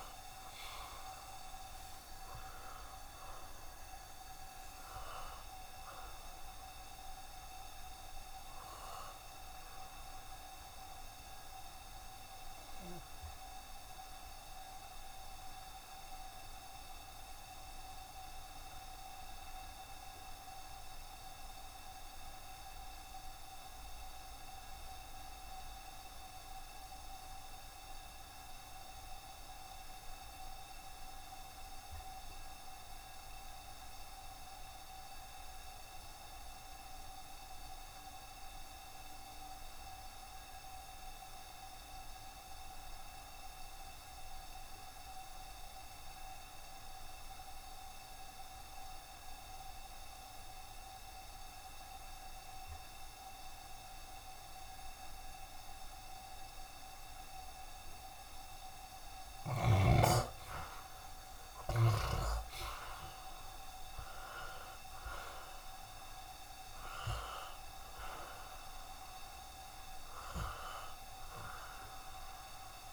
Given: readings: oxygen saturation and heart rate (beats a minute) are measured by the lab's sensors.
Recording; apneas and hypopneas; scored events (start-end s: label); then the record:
breathing in sleep by a room microphone; 1
0.00-1.50 s: arousal
0.00-20.50 s: oxygen desaturation (device-marked, oxygen 69% lowest, heart rate 68 extreme)
14.00-59.00 s: obstructive apnea (oxygen 76% before, 69% lowest, heart rate 74 before, 68 extreme, up 4 after)
31.50-72.93 s: oxygen desaturation (device-marked, oxygen 94% before, 70% lowest, heart rate 69 before, 66 extreme)
60.50-65.50 s: arousal
From the record:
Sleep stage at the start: N2 (light sleep); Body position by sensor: on the back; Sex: male